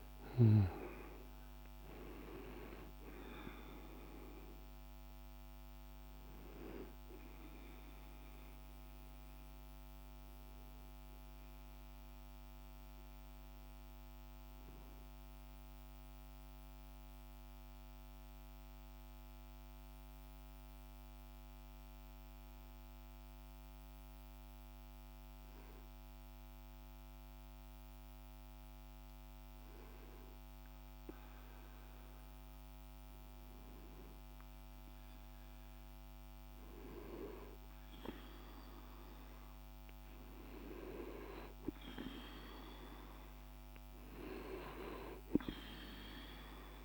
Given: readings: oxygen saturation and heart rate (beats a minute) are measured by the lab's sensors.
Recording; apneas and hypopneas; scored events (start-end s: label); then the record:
breathing in sleep by a microphone on the trachea; 1
0.00-16.00 s: oxygen desaturation (device-marked, oxygen 90% lowest)
15.00-30.00 s: mixed apnea (oxygen 97% before, 94% lowest)
32.50-37.00 s: arousal
36.00-46.85 s: oxygen desaturation (device-marked, oxygen 99% before, 94% lowest)
From the record:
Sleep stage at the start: N2 (light sleep); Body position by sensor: on the right side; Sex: male